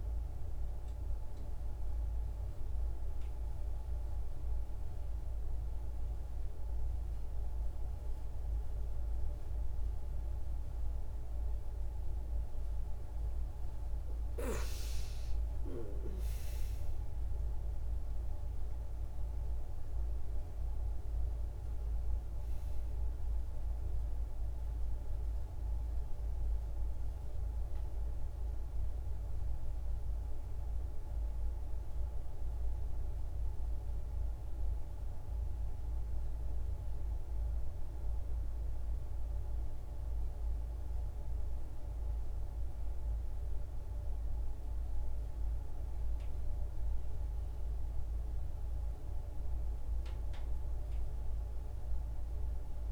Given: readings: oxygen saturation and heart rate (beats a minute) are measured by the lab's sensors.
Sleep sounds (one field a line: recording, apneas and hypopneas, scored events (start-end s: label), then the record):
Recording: breathing in sleep, hard to hear, by a room microphone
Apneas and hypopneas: 2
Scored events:
0.50-14.50 s: obstructive apnea (oxygen 95% before, 93% lowest, heart rate 88 before, 53 extreme, up 14 after)
15.00-19.00 s: arousal
32.00-44.50 s: obstructive apnea (oxygen 98% before, 93% lowest, heart rate 62 before, 53 extreme, up 4 after)
46.50-50.50 s: arousal
From the record:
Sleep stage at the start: N2 (light sleep)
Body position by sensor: on the back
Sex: female